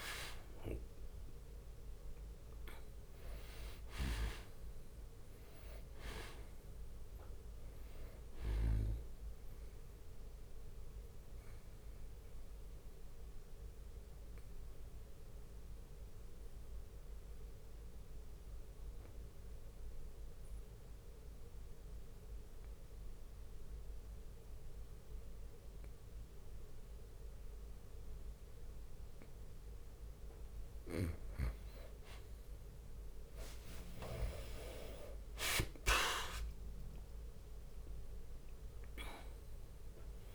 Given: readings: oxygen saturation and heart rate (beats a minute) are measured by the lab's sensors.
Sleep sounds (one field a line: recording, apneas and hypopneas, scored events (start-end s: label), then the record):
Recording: breathing in sleep by a room microphone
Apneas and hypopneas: 1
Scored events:
0.00-2.00 s: arousal
0.00-12.00 s: drop in pulse transit time (device-marked, heart rate 61 before, 63 extreme)
0.00-25.00 s: oxygen desaturation (device-marked, oxygen 88% lowest, heart rate 58 extreme)
7.00-9.00 s: long interval between heartbeats (device-marked, heart rate 63 before, 66 extreme)
10.00-12.00 s: bradycardia (device-marked, heart rate 69 before, 63 extreme)
11.00-28.50 s: obstructive apnea (oxygen 97% before, 87% lowest, heart rate 65 before, 58 extreme, up 7 after)
16.00-25.00 s: bradycardia (device-marked, heart rate 68 before, 58 extreme)
32.00-37.00 s: arousal
33.00-40.34 s: oxygen desaturation (device-marked, oxygen 97% before, 90% lowest, heart rate 60 before, 56 extreme)
35.00-40.34 s: drop in pulse transit time (device-marked, heart rate 60 before, 64 extreme)
From the record:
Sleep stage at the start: N2 (light sleep)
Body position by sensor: on the back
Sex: male